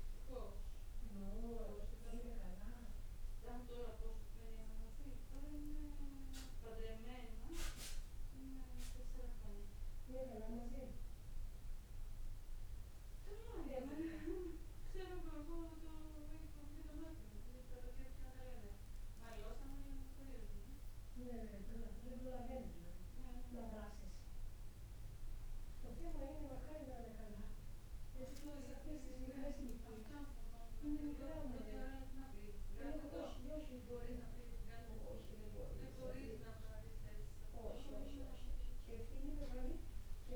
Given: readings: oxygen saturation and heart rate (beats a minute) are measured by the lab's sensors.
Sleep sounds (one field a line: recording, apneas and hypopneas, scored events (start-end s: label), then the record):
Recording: breathing in sleep by a room microphone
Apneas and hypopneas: none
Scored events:
none scored
From the record:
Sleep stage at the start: N1 (lightest sleep)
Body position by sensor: on the back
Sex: male